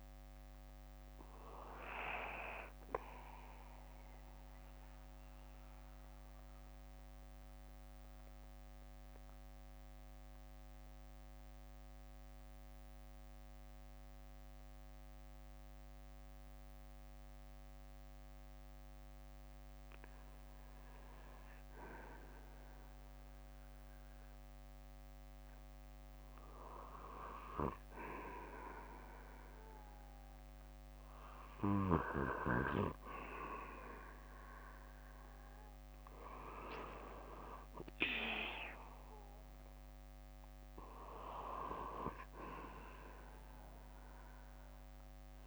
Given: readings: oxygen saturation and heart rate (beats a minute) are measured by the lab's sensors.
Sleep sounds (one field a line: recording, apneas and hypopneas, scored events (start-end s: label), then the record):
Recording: breathing in sleep by a microphone on the trachea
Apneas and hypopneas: 1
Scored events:
3.00-20.00 s: central apnea (oxygen 96% before, 91% lowest, heart rate 67 before, 56 extreme, up 3 after)
6.50-36.50 s: new sleep stage, REM sleep
7.50-9.50 s: bradycardia (device-marked, heart rate 64 before, 61 extreme)
11.50-21.50 s: oxygen desaturation (device-marked, oxygen 95% before, 91% lowest, heart rate 65 before, 58 extreme)
13.50-25.50 s: bradycardia (device-marked, heart rate 64 before, 56 extreme)
22.00-25.50 s: arousal
36.50-45.47 s: new sleep stage, N2 (light sleep)
42.50-45.00 s: arousal
From the record:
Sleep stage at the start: N2 (light sleep)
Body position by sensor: on the back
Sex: male